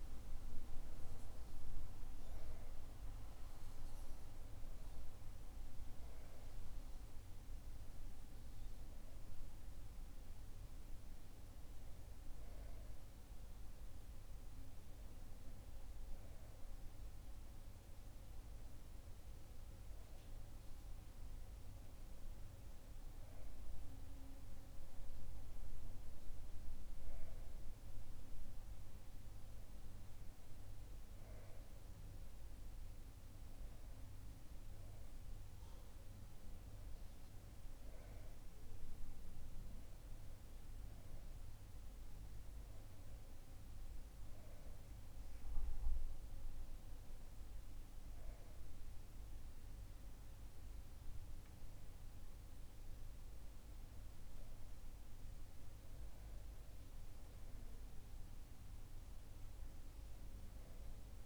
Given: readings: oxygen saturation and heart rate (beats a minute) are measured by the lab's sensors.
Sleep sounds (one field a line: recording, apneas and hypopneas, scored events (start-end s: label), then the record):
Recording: breathing in sleep, hard to hear, by a room microphone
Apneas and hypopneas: none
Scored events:
none scored
From the record:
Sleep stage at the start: REM sleep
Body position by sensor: on the back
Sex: male